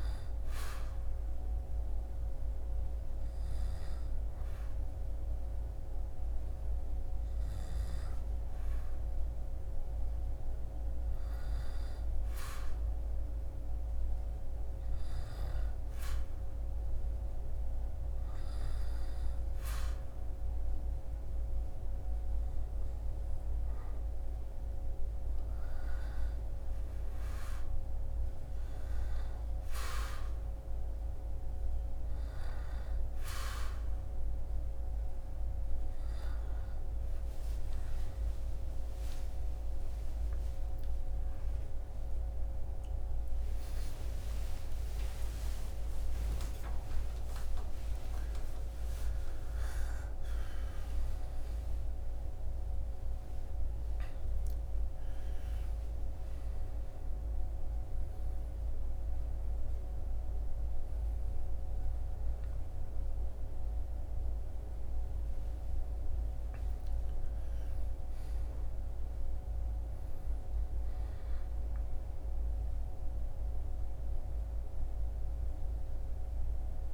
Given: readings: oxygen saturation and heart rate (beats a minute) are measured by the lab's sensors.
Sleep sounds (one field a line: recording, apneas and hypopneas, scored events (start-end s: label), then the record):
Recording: a person partly awake in a sleep study, hard to hear, by a room microphone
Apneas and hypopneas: 1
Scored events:
11.00-24.50 s: hypopnea (oxygen 98% before, 96% lowest, heart rate 73 before, 69 extreme, up 7 after)
35.50-65.50 s: new sleep stage, awake
65.50-76.94 s: new sleep stage, N1 (lightest sleep)
From the record:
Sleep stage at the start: N2 (light sleep)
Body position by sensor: on the back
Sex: male